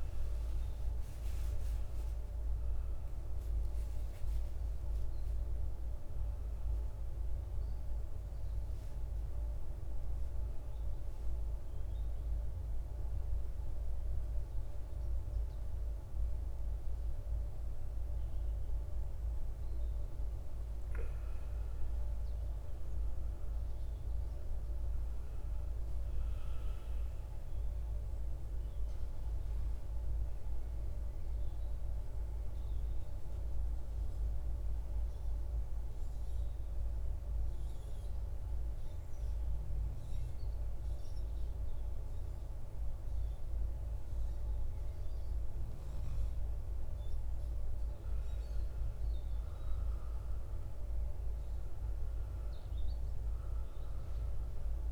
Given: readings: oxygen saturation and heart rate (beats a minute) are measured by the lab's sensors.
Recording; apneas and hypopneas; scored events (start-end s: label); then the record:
breathing in sleep, hard to hear, by a room microphone; 1
9.50-19.50 s: central apnea (oxygen 99% before, 94% lowest, heart rate 106 before, 53 extreme, up 7 after)
22.00-25.50 s: arousal
28.00-44.00 s: oxygen desaturation (device-marked, oxygen 97% before, 94% lowest, heart rate 58 before, 53 extreme)
29.00-54.92 s: new sleep stage, N2 (light sleep)
From the record:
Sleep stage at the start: N1 (lightest sleep); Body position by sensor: on the right side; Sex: male